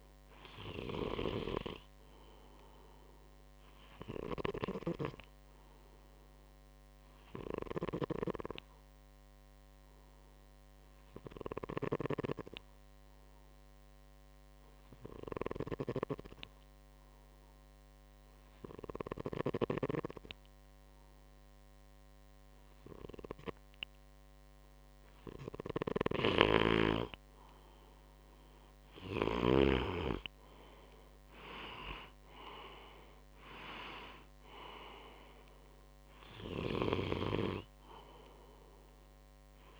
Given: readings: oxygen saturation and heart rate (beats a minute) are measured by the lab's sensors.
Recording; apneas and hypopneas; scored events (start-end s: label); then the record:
breathing in sleep by a microphone on the trachea; 1
5.50-25.50 s: obstructive apnea (oxygen 97% before, 92% lowest, heart rate 63 before, 59 extreme, up 5 after)
25.50-29.00 s: snoring (device-marked)
28.50-32.50 s: arousal
From the record:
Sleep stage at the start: N2 (light sleep); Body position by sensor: on the right side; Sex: male